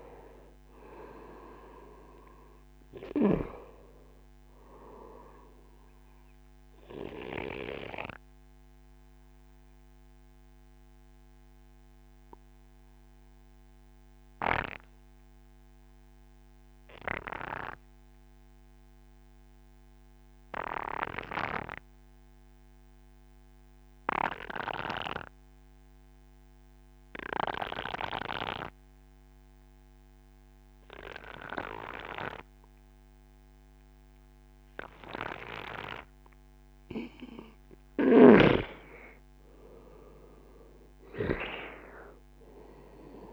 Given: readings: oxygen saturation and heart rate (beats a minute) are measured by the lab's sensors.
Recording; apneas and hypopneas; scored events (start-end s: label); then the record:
breathing in sleep by a microphone on the trachea; 1
0.00-25.00 s: oxygen desaturation (device-marked, oxygen 93% lowest, heart rate 44 extreme)
7.00-36.00 s: obstructive apnea (oxygen 97% before, 92% lowest, heart rate 56 before, 46 extreme, up 11 after)
38.00-43.33 s: oxygen desaturation (device-marked, oxygen 98% before, 93% lowest, heart rate 68 before, 62 extreme)
38.50-42.00 s: arousal
From the record:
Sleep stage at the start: N2 (light sleep); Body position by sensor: on the right side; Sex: male